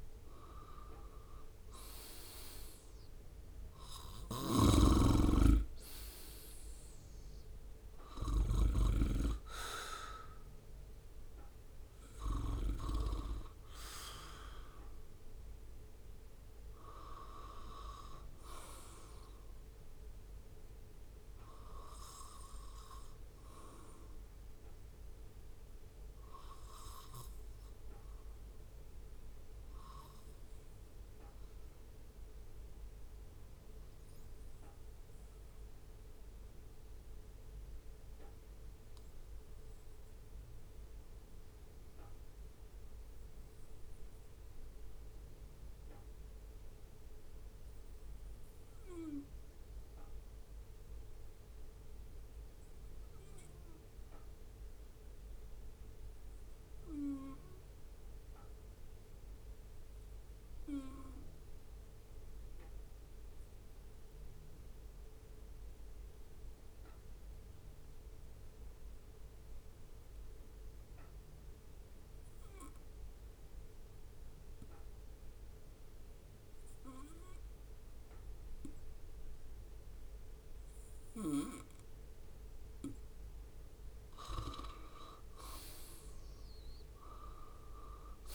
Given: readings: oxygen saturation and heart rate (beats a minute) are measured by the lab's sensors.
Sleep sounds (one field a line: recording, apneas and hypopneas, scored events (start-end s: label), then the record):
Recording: breathing in sleep by a room microphone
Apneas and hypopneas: 1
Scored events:
0.00-2.00 s: arousal
3.50-8.50 s: snoring (device-marked)
34.00-80.50 s: obstructive apnea (oxygen 96% before, 91% lowest, heart rate 63 before, 64 extreme, up 8 after)
84.00-88.35 s: arousal
From the record:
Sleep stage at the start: N2 (light sleep)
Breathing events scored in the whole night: 215 in 4.7 hours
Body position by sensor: on the right side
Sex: male